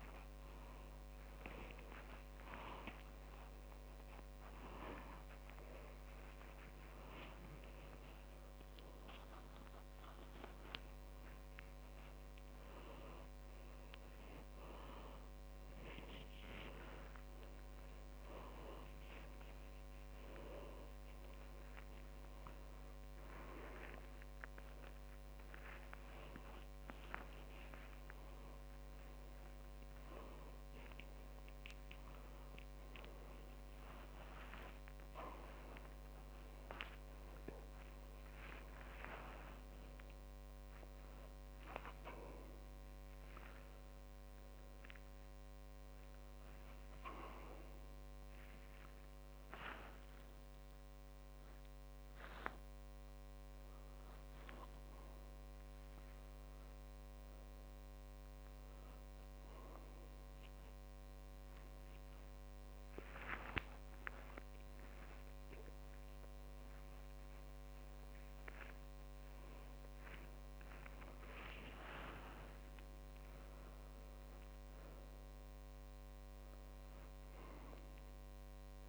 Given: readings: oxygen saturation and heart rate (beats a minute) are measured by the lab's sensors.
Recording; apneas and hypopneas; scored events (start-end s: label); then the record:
a person awake in a sleep study, by a microphone on the trachea; none
0.00-1.50 s: long interval between heartbeats (device-marked, heart rate 48 extreme)
2.00-4.00 s: long interval between heartbeats (device-marked, heart rate 45 before, 59 extreme)
17.50-19.50 s: long interval between heartbeats (device-marked)
22.50-24.50 s: long interval between heartbeats (device-marked, heart rate 43 before, 26 extreme)
28.50-30.50 s: long interval between heartbeats (device-marked)
29.50-30.50 s: oxygen desaturation (device-marked, oxygen 98% before, 94% lowest)
37.00-39.00 s: long interval between heartbeats (device-marked)
41.50-43.50 s: long interval between heartbeats (device-marked)
54.00-56.00 s: long interval between heartbeats (device-marked)
61.50-63.50 s: long interval between heartbeats (device-marked)
64.50-66.50 s: tachycardia (device-marked)
67.50-69.50 s: long interval between heartbeats (device-marked, heart rate 38 before, 124 extreme)
69.50-71.50 s: long interval between heartbeats (device-marked, heart rate 47 before, 89 extreme)
71.50-73.50 s: long interval between heartbeats (device-marked, heart rate 53 before, 86 extreme)
75.00-77.00 s: long interval between heartbeats (device-marked, heart rate 63 before, 81 extreme)
From the record:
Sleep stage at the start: awake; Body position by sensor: upright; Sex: male